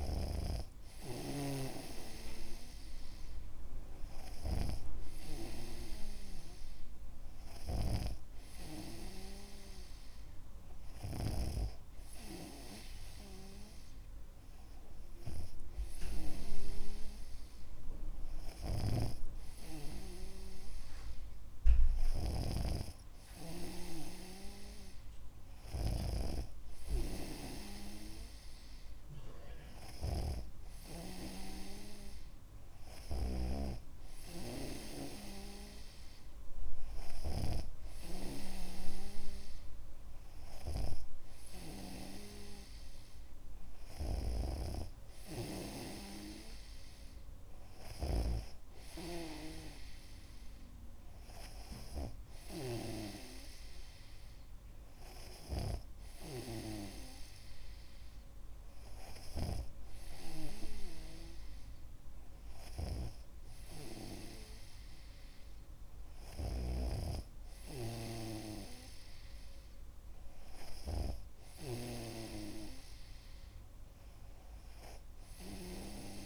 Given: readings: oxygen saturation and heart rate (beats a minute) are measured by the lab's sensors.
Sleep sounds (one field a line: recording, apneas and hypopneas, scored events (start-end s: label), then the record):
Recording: breathing in sleep by a room microphone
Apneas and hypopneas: none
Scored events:
0.00-1.00 s: snoring (device-marked)
8.00-12.00 s: snoring (device-marked)
19.00-38.00 s: snoring (device-marked)
44.50-53.50 s: snoring (device-marked)
63.00-72.50 s: snoring (device-marked)
From the record:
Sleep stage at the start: N2 (light sleep)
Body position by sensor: on the back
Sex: male